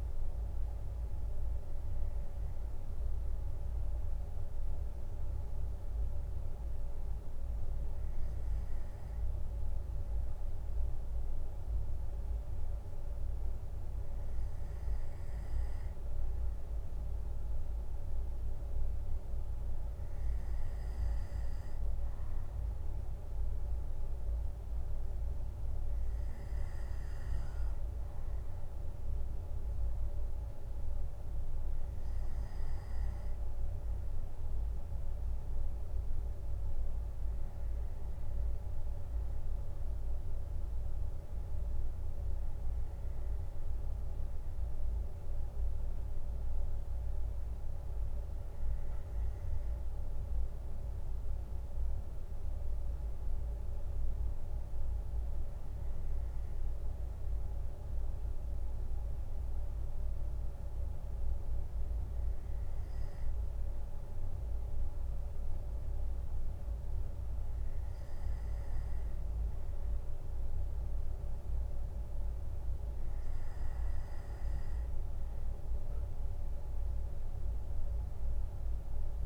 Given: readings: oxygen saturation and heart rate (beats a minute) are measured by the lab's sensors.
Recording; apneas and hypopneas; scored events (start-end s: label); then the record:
breathing in sleep, hard to hear, by a room microphone; none
none scored
From the record:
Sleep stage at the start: N2 (light sleep); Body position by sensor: on the left side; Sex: male